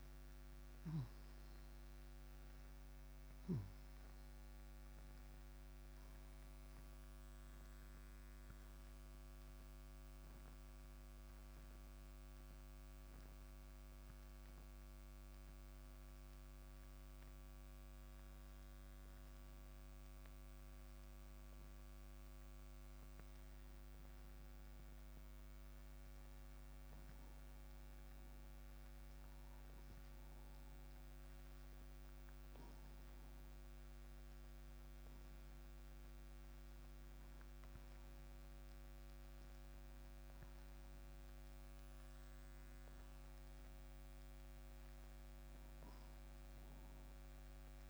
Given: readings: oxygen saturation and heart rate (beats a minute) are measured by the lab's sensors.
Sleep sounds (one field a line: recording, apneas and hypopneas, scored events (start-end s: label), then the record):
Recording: breathing in sleep, hard to hear, by a microphone on the trachea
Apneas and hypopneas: 1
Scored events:
0.00-2.50 s: arousal
4.00-34.00 s: oxygen desaturation (device-marked, oxygen 96% before, 88% lowest, heart rate 181 before, 154 extreme)
26.50-38.00 s: hypopnea (oxygen 96% before, 88% lowest, heart rate 179 before, 163 extreme, up 1 after)
41.00-44.50 s: arousal
From the record:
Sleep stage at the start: N2 (light sleep)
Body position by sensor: on the right side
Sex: male